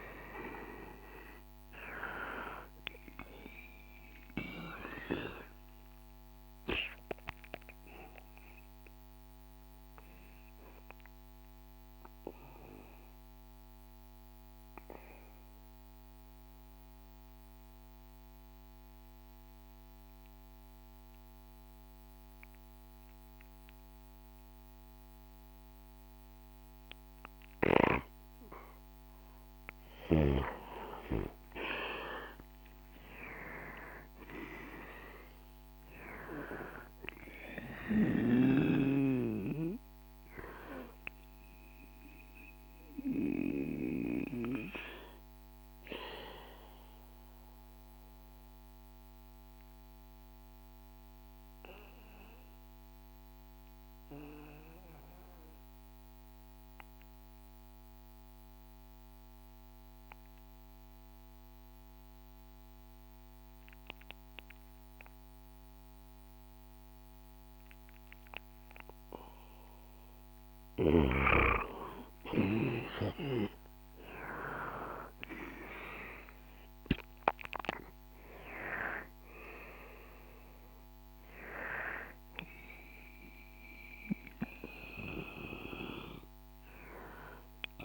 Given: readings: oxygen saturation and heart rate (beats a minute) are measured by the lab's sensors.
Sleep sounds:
breathing in sleep by a microphone on the trachea; 2
0.00-24.00 s: oxygen desaturation (device-marked, oxygen 92% lowest, heart rate 61 extreme)
4.50-26.50 s: mixed apnea (oxygen 98% before, 92% lowest, heart rate 67 before, 60 extreme, up 8 after)
29.00-33.50 s: arousal
41.00-68.50 s: obstructive apnea (oxygen 98% before, 91% lowest, heart rate 69 before, 60 extreme, up 9 after)
73.00-87.85 s: oxygen desaturation (device-marked, oxygen 97% before, 91% lowest, heart rate 64 before, 62 extreme)
73.50-78.00 s: arousal
From the record:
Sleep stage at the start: N2 (light sleep); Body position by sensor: on the back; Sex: male

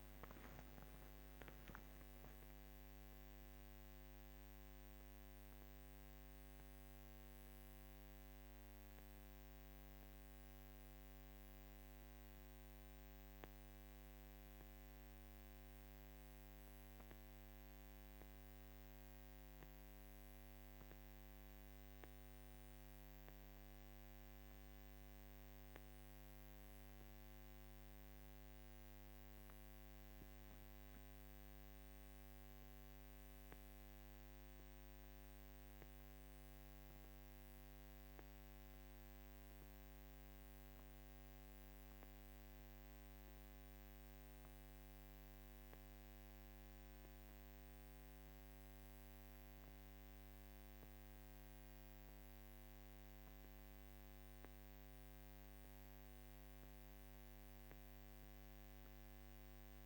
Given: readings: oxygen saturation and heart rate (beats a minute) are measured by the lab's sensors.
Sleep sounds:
breathing in sleep, hard to hear, by a microphone on the trachea; none
none scored
From the record:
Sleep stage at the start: N2 (light sleep); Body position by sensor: on the back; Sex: female

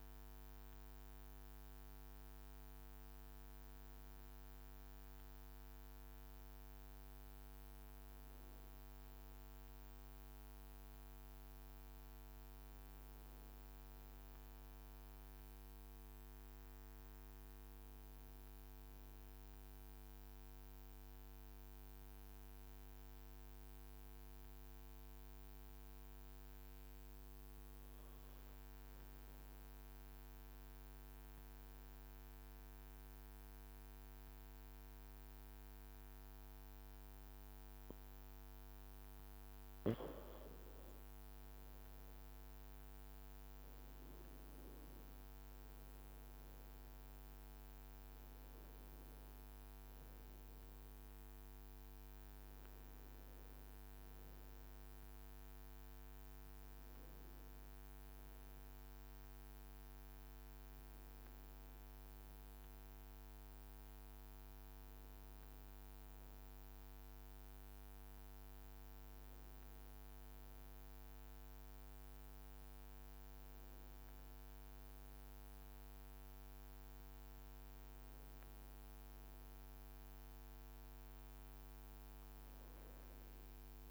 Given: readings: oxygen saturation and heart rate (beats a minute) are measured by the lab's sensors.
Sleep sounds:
breathing in sleep, hard to hear, by a microphone on the trachea; 1
0.00-8.50 s: oxygen desaturation (device-marked, oxygen 91% lowest, heart rate 53 extreme)
11.50-15.50 s: arousal
20.50-38.50 s: obstructive apnea (oxygen 99% before, 92% lowest, heart rate 53 before, 51 extreme, up 3 after)
21.50-23.50 s: leg movement (device-marked)
41.00-45.00 s: arousal
41.50-63.50 s: oxygen desaturation (device-marked, oxygen 97% before, 93% lowest, heart rate 52 before, 53 extreme)
43.00-44.00 s: leg movement (device-marked)
From the record:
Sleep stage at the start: N2 (light sleep); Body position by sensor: on the back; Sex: male

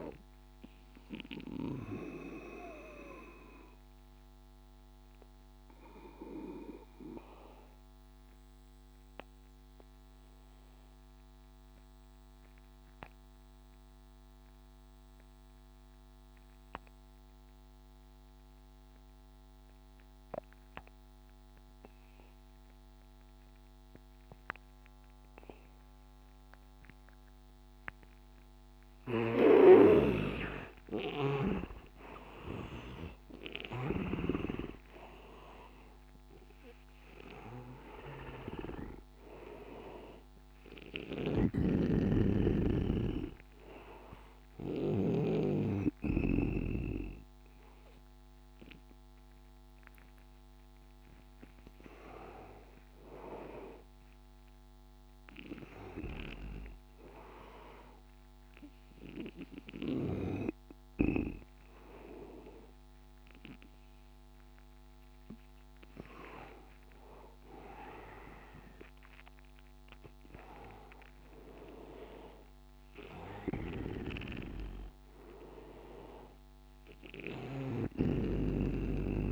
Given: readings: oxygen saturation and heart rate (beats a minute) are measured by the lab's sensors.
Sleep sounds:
breathing in sleep by a microphone on the trachea; 1
0.00-7.00 s: oxygen desaturation (device-marked, oxygen 78% lowest, heart rate 77 extreme)
1.50-28.50 s: obstructive apnea (oxygen 99% before, 78% lowest, heart rate 90 before, 77 extreme, up 10 after)
23.00-58.00 s: oxygen desaturation (device-marked, oxygen 99% before, 78% lowest, heart rate 86 before, 77 extreme)
29.00-34.00 s: snoring (device-marked)
30.50-35.00 s: arousal
41.00-45.00 s: snoring (device-marked)
From the record:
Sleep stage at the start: N2 (light sleep); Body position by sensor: on the back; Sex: male

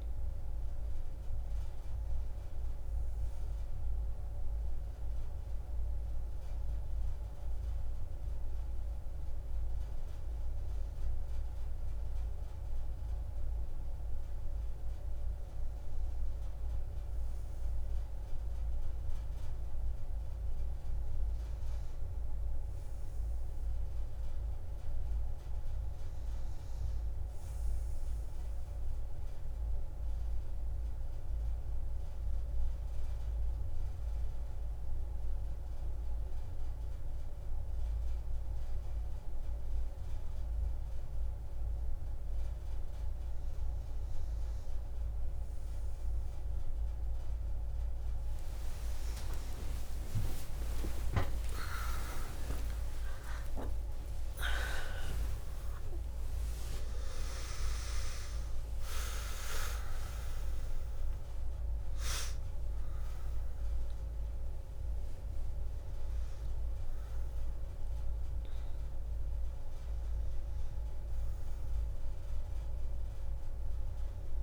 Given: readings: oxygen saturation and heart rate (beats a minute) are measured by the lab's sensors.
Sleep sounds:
a person awake in a sleep study, by a room microphone; none
0.00-19.00 s: oxygen desaturation (device-marked, oxygen 92% lowest)
47.00-50.00 s: tachycardia (device-marked)
From the record:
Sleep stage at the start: awake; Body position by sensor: on the back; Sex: female

